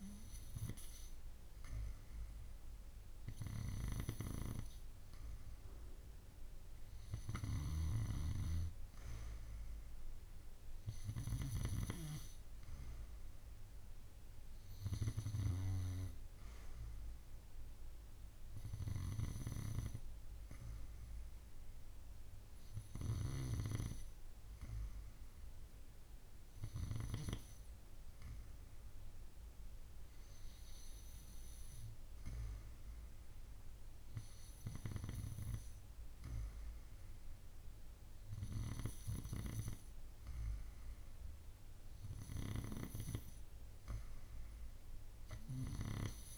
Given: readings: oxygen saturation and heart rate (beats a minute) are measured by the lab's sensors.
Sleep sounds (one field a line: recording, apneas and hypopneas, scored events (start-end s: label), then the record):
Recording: breathing in sleep by a room microphone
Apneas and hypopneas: none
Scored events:
none scored
From the record:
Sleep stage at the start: N2 (light sleep)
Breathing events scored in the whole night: 138 in 5.5 hours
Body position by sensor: on the right side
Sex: female